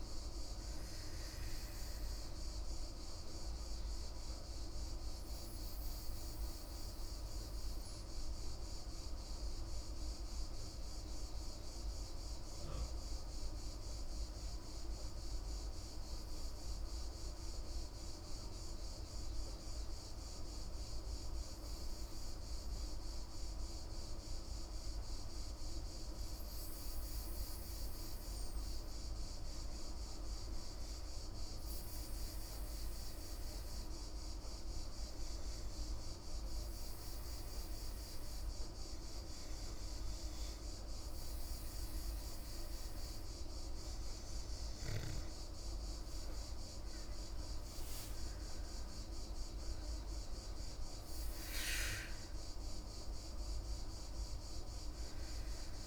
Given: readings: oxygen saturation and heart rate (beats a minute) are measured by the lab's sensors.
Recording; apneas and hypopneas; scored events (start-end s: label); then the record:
breathing in sleep, hard to hear, by a room microphone; 1
0.00-21.50 s: oxygen desaturation (device-marked, oxygen 92% lowest, heart rate 35 extreme)
9.50-44.50 s: hypopnea (oxygen 98% before, 92% lowest, heart rate 49 before, 40 extreme, up 2 after)
From the record:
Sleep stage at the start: N2 (light sleep); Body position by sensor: on the back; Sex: female